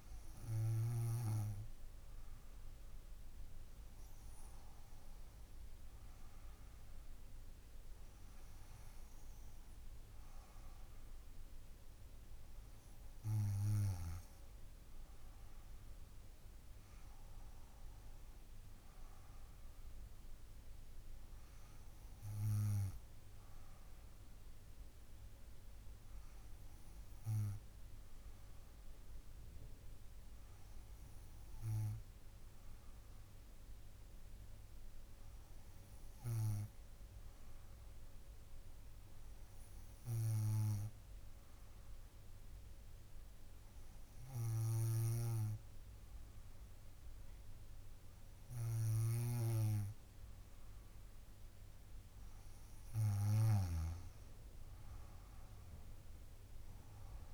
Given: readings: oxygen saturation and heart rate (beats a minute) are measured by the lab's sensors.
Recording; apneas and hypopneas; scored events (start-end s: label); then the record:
breathing in sleep by a room microphone; none
56.00-57.34 s: arousal
From the record:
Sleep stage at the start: N2 (light sleep); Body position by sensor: on the back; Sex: female